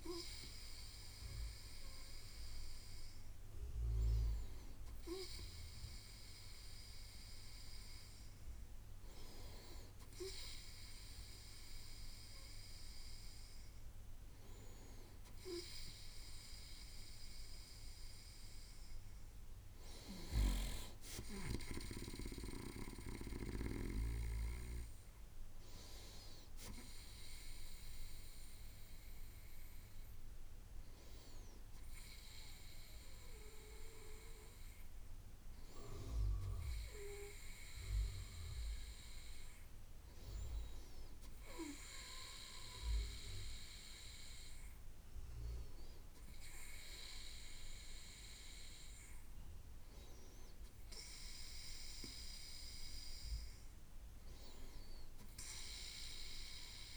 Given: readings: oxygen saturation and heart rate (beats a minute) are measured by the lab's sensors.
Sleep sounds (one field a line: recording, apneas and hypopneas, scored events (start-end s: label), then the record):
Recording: breathing in sleep by a room microphone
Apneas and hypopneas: none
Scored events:
20.00-24.00 s: snoring (device-marked)
From the record:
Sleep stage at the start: N2 (light sleep)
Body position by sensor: on the right side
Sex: male